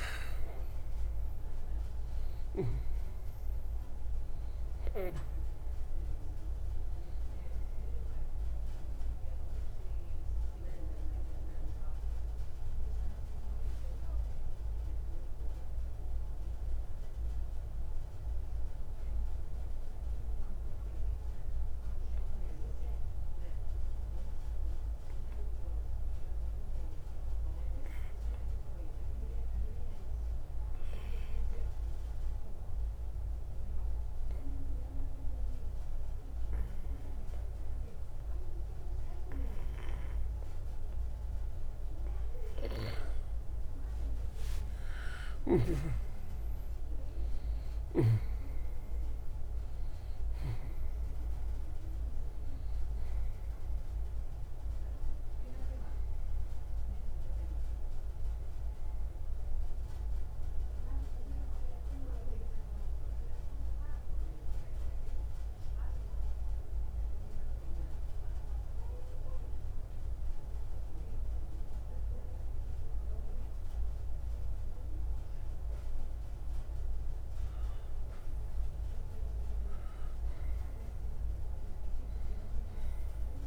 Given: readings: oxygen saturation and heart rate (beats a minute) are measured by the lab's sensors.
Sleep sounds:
breathing in sleep, hard to hear, by a room microphone; 2
0.00-2.00 s: arousal
0.00-3.00 s: snoring (device-marked)
0.00-35.50 s: oxygen desaturation (device-marked, oxygen 83% lowest, heart rate 58 extreme)
17.50-41.50 s: obstructive apnea (oxygen 97% before, 83% lowest, heart rate 69 before, 58 extreme, up 5 after)
45.50-50.00 s: arousal
47.50-78.50 s: oxygen desaturation (device-marked, oxygen 98% before, 87% lowest, heart rate 60 before, 57 extreme)
61.00-77.50 s: obstructive apnea (oxygen 98% before, 87% lowest, heart rate 64 before, 57 extreme, up 7 after)
81.00-83.47 s: arousal
From the record:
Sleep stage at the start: N2 (light sleep); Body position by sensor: on the right side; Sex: male

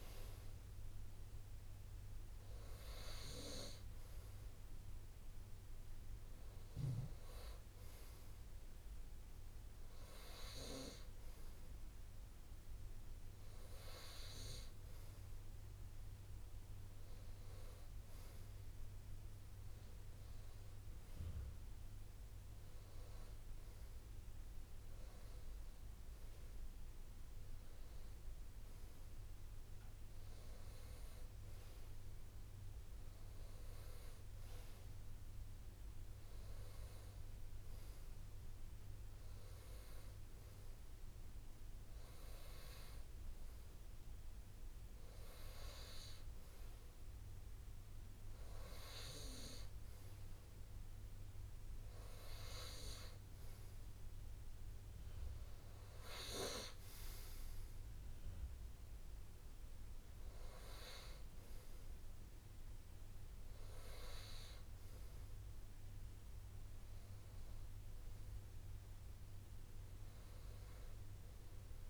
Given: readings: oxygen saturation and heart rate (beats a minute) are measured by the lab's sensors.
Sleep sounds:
breathing in sleep by a room microphone; none
55.50-59.50 s: arousal
From the record:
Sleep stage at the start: REM sleep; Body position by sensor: on the right side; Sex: male

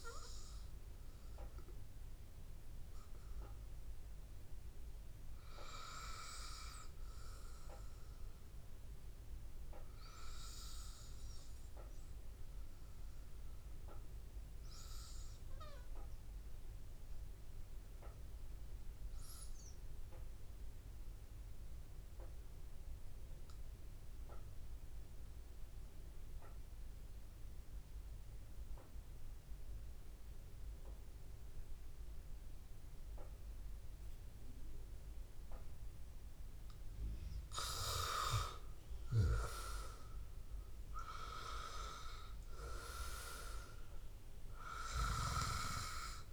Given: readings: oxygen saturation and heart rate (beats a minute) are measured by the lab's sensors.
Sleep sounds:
breathing in sleep by a room microphone; 1
0.00-1.00 s: oxygen desaturation (device-marked, oxygen 91% lowest, heart rate 82 extreme)
2.00-33.00 s: obstructive apnea (oxygen 98% before, 92% lowest, heart rate 85 before, 81 extreme, up 2 after)
26.00-46.33 s: oxygen desaturation (device-marked, oxygen 97% before, 92% lowest, heart rate 82 before, 82 extreme)
35.00-38.00 s: arousal
From the record:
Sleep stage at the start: N2 (light sleep); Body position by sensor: on the back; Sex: male

